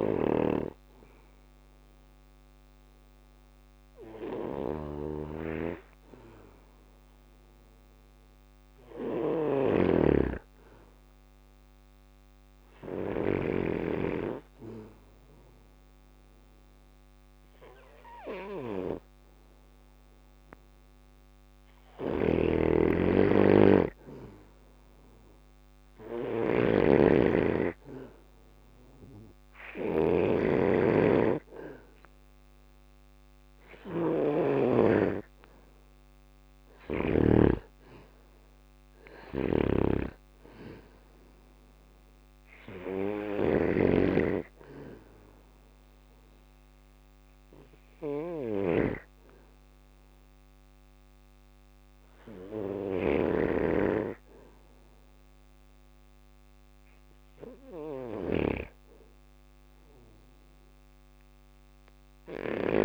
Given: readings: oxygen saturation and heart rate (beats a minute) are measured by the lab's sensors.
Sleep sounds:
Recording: breathing in sleep by a microphone on the trachea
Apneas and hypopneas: none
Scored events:
0.00-12.00 s: snoring (device-marked)
20.50-36.00 s: snoring (device-marked)
38.00-52.00 s: snoring (device-marked)
From the record:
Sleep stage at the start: N2 (light sleep)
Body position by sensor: on the back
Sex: male

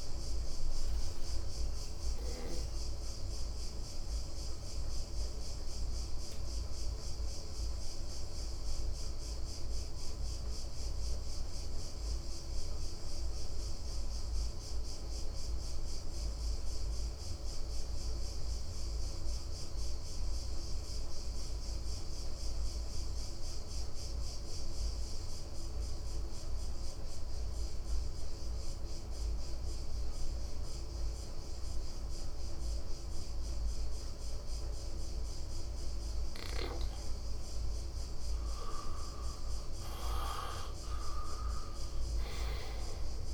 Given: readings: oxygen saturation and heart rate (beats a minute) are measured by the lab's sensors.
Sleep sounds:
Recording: breathing in sleep, hard to hear, by a room microphone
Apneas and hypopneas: 1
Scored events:
0.00-17.50 s: oxygen desaturation (device-marked, oxygen 86% lowest, heart rate 56 extreme)
2.00-39.00 s: mixed apnea (oxygen 97% before, 86% lowest, heart rate 63 before, 52 extreme, up 7 after)
31.50-43.34 s: oxygen desaturation (device-marked, oxygen 99% before, 88% lowest, heart rate 58 before, 52 extreme)
40.50-43.34 s: arousal
From the record:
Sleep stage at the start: N2 (light sleep)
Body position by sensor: on the right side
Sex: male

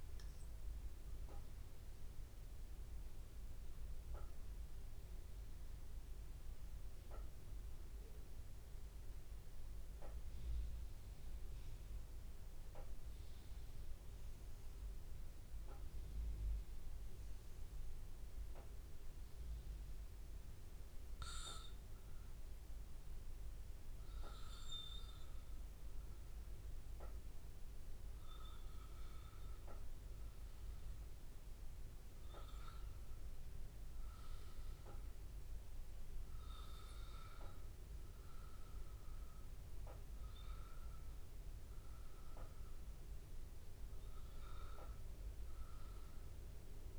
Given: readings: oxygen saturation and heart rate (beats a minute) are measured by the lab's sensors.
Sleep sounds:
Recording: breathing in sleep by a room microphone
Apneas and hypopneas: none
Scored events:
none scored
From the record:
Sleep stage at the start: N2 (light sleep)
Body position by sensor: on the back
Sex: male

